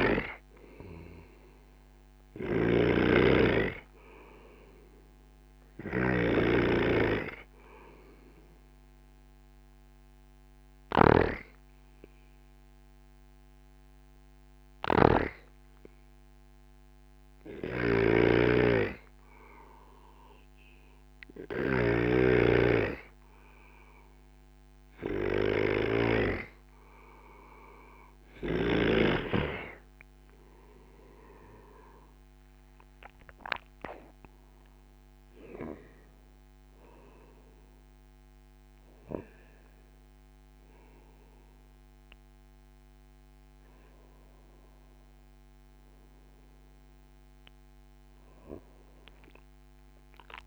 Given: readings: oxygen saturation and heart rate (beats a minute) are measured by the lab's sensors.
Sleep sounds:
breathing in sleep by a microphone on the trachea; 1
0.00-8.50 s: oxygen desaturation (device-marked, oxygen 93% lowest, heart rate 53 extreme)
0.00-26.00 s: snoring (device-marked)
9.50-30.00 s: obstructive apnea (oxygen 96% before, 95% lowest, heart rate 73 before, 55 extreme, up 23 after)
40.50-50.47 s: new sleep stage, awake
From the record:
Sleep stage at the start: N2 (light sleep); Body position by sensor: on the right side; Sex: male

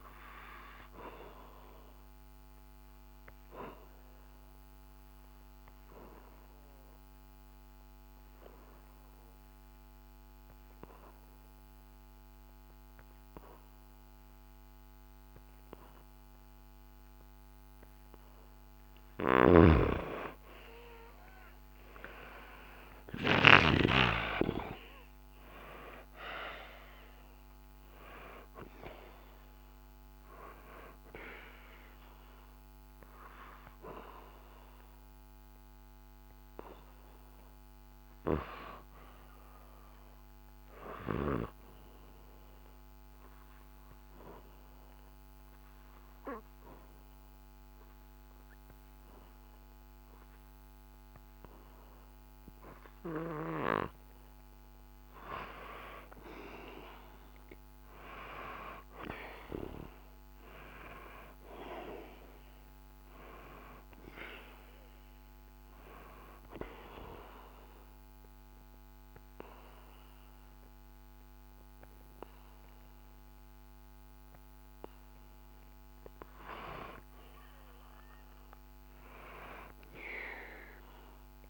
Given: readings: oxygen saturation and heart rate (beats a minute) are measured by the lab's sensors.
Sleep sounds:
breathing in sleep by a microphone on the trachea; 3
0.00-15.50 s: oxygen desaturation (device-marked, oxygen 93% lowest, heart rate 64 extreme)
1.00-18.50 s: obstructive apnea (oxygen 98% before, 92% lowest, heart rate 65 before, 64 extreme)
19.00-23.50 s: snoring (device-marked)
21.00-26.50 s: arousal
27.50-48.50 s: oxygen desaturation (device-marked, oxygen 97% before, 92% lowest, heart rate 66 before, 61 extreme)
32.00-54.50 s: obstructive apnea (oxygen 97% before, 92% lowest, heart rate 66 before, 61 extreme)
56.50-60.50 s: arousal
64.50-79.50 s: oxygen desaturation (device-marked, oxygen 98% before, 93% lowest, heart rate 65 before, 63 extreme)
65.50-76.00 s: obstructive apnea (oxygen 98% before, 92% lowest, heart rate 65 before, 65 extreme, up 2 after)
78.00-81.50 s: arousal
From the record:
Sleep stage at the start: REM sleep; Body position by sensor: on the back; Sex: male

